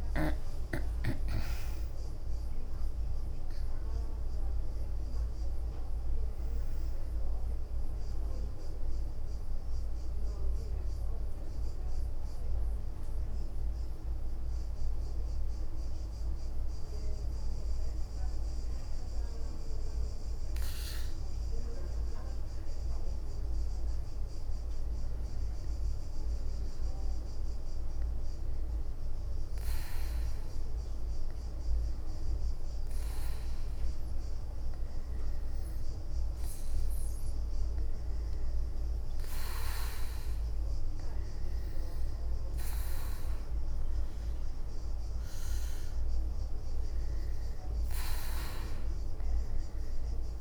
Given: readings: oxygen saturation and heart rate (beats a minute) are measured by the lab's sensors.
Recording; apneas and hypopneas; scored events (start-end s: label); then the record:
breathing in sleep, hard to hear, by a room microphone; 1
0.00-13.00 s: oxygen desaturation (device-marked, oxygen 89% lowest, heart rate 61 extreme)
5.00-35.00 s: new sleep stage, N1 (lightest sleep)
13.50-15.50 s: leg movement (device-marked)
18.50-28.50 s: obstructive apnea (oxygen 99% before, 90% lowest, heart rate 80 before, 61 extreme, up 2 after)
30.50-35.50 s: arousal
35.00-50.41 s: new sleep stage, N2 (light sleep)
From the record:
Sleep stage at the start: N2 (light sleep); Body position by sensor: on the back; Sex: female